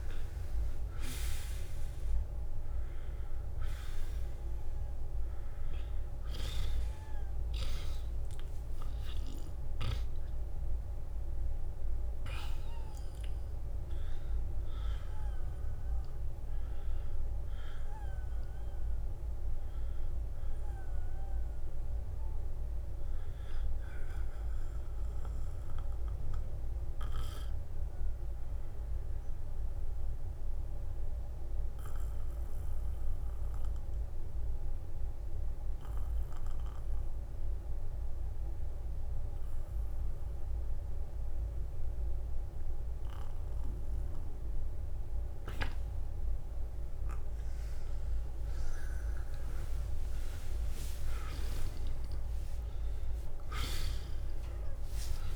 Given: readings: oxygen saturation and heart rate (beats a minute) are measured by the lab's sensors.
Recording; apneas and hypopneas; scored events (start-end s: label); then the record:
breathing in sleep by a room microphone; 1
0.00-1.50 s: long interval between heartbeats (device-marked, heart rate 101 extreme)
0.00-27.50 s: oxygen desaturation (device-marked, oxygen 86% lowest, heart rate 44 extreme)
15.00-17.00 s: long interval between heartbeats (device-marked, heart rate 71 before, 58 extreme)
18.00-20.00 s: long interval between heartbeats (device-marked, heart rate 72 before, 58 extreme)
20.50-44.50 s: obstructive apnea (oxygen 94% before, 84% lowest, heart rate 67 before, 44 extreme, up 10 after)
34.00-36.00 s: long interval between heartbeats (device-marked, heart rate 59 before, 61 extreme)
47.50-53.00 s: arousal
53.50-55.36 s: oxygen desaturation (device-marked, oxygen 96% before, 84% lowest, heart rate 52 before, 43 extreme)
From the record:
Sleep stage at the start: N1 (lightest sleep); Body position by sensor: on the back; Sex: male